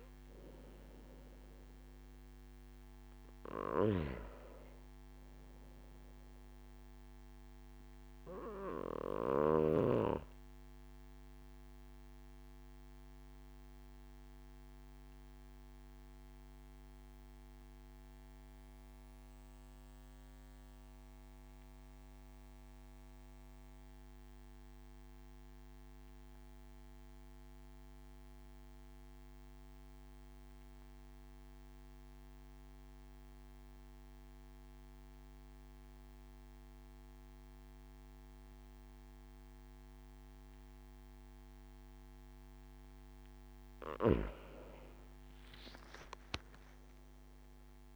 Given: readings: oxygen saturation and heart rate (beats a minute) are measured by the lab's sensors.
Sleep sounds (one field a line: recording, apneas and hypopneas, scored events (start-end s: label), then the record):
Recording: breathing in sleep by a microphone on the trachea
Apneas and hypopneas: 1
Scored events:
0.00-13.50 s: oxygen desaturation (device-marked, oxygen 90% lowest)
12.00-42.50 s: obstructive apnea (oxygen 95% before, 91% lowest)
39.50-47.96 s: oxygen desaturation (device-marked, oxygen 97% before, 91% lowest)
46.00-47.96 s: arousal
From the record:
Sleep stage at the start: N2 (light sleep)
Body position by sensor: on the back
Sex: male